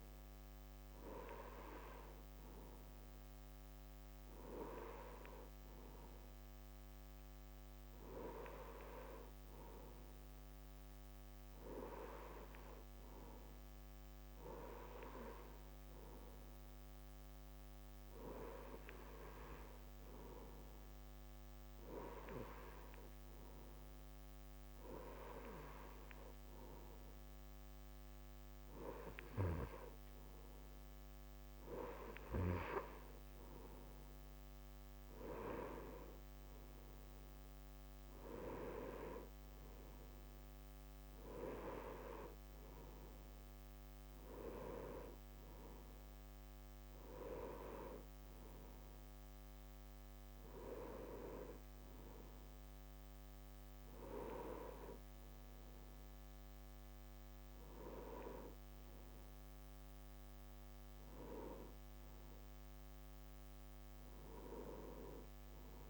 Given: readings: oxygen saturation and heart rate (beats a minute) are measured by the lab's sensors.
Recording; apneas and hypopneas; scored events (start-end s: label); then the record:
breathing in sleep by a microphone on the trachea; none
none scored
From the record:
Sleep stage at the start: N2 (light sleep); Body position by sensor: on the right side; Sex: male